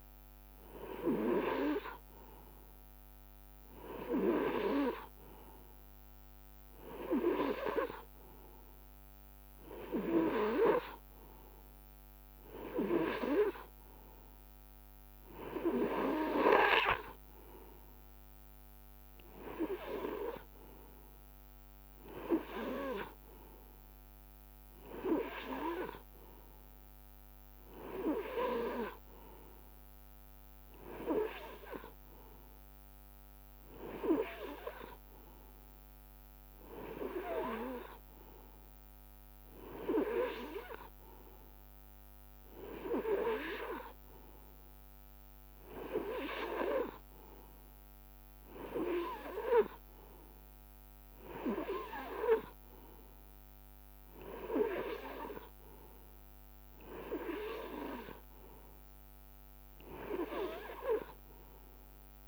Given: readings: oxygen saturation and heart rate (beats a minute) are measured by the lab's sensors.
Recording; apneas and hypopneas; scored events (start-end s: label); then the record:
breathing in sleep by a microphone on the trachea; none
59.00-61.00 s: long interval between heartbeats (device-marked, heart rate 67 before, 76 extreme)
From the record:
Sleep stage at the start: N2 (light sleep); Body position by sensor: on the right side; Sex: male